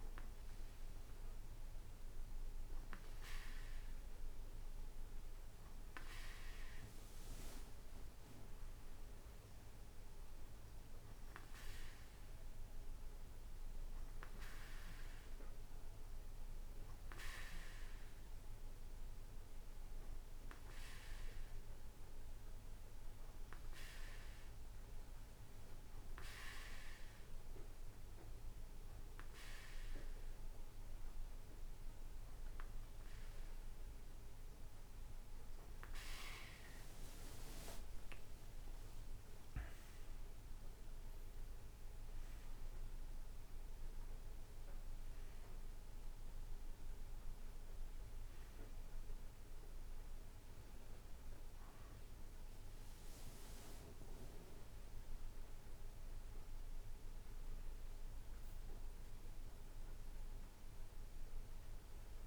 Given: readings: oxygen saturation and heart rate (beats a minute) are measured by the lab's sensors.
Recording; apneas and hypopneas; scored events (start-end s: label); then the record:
breathing in sleep by a room microphone; none
37.50-41.00 s: arousal
From the record:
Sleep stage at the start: N2 (light sleep); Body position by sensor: on the right side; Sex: male